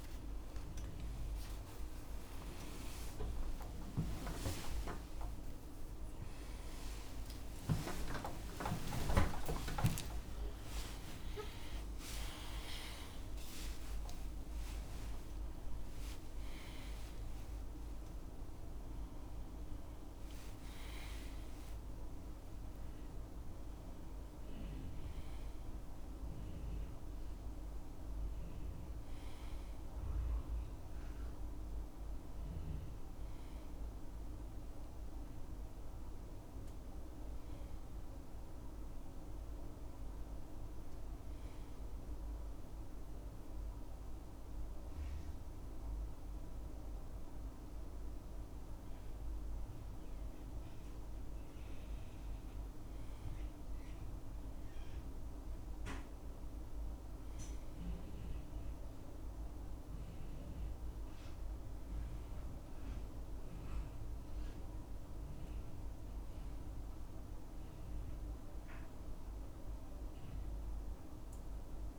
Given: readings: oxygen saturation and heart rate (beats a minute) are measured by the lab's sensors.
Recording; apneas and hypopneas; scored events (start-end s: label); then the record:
a person partly awake in a sleep study, by a room microphone; none
0.00-22.50 s: oxygen desaturation (device-marked, oxygen 89% lowest, heart rate 74 extreme)
0.50-30.50 s: new sleep stage, awake
30.50-60.50 s: new sleep stage, N1 (lightest sleep)
60.50-71.99 s: new sleep stage, N2 (light sleep)
From the record:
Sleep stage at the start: N2 (light sleep); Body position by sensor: on the back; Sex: male